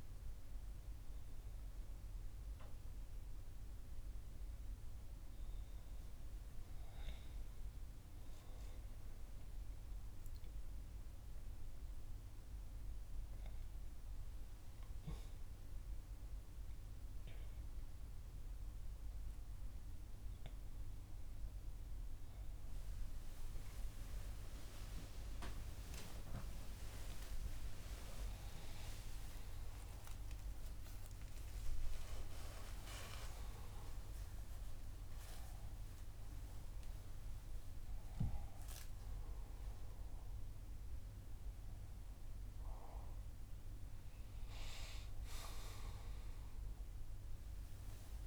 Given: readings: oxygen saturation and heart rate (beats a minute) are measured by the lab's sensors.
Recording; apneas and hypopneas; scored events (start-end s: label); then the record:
a person awake in a sleep study, by a room microphone; none
28.00-30.00 s: long interval between heartbeats (device-marked, heart rate 67 before, 75 extreme)
From the record:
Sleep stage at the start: awake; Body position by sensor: on the back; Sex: female